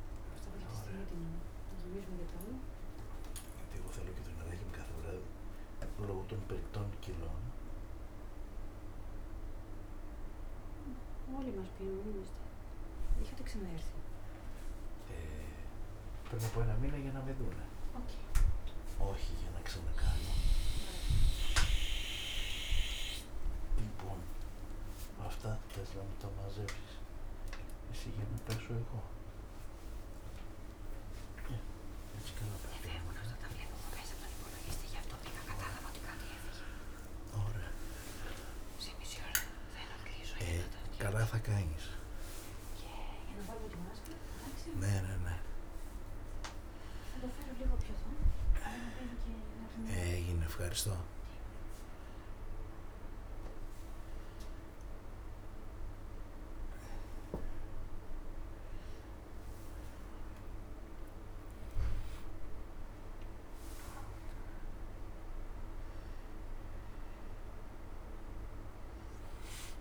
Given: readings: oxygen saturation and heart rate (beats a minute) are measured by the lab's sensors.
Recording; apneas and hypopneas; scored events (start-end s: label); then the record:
a person awake in a sleep study, by a room microphone; none
0.00-2.50 s: oxygen desaturation (device-marked, oxygen 93% lowest, heart rate 90 extreme)
48.50-55.50 s: oxygen desaturation (device-marked, oxygen 95% before, 91% lowest, heart rate 107 before, 61 extreme)
From the record:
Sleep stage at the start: awake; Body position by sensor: on the back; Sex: male